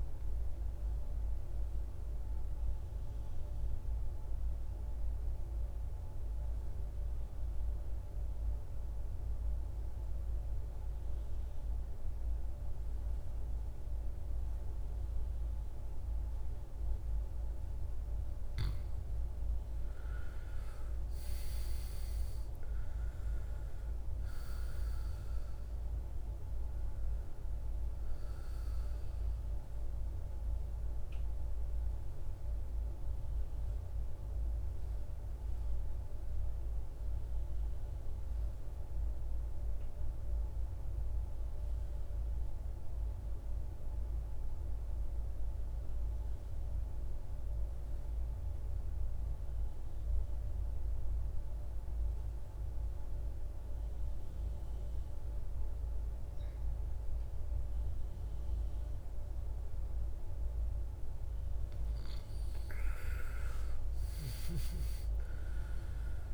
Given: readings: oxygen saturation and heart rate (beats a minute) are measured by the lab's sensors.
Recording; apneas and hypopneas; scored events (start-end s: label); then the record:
breathing in sleep, hard to hear, by a room microphone; 2
0.00-11.50 s: oxygen desaturation (device-marked, oxygen 89% lowest, heart rate 54 extreme)
4.00-19.00 s: mixed apnea (oxygen 99% before, 82% lowest, heart rate 58 before, 54 extreme, up 13 after)
21.00-25.00 s: arousal
25.50-43.50 s: oxygen desaturation (device-marked, oxygen 97% before, 87% lowest, heart rate 59 before, 52 extreme)
38.50-61.00 s: mixed apnea (oxygen 97% before, 82% lowest, heart rate 62 before, 52 extreme, up 15 after)
56.50-66.34 s: oxygen desaturation (device-marked, oxygen 98% before, 82% lowest, heart rate 55 before, 52 extreme)
63.00-66.34 s: arousal
From the record:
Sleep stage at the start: N2 (light sleep); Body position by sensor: on the back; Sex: male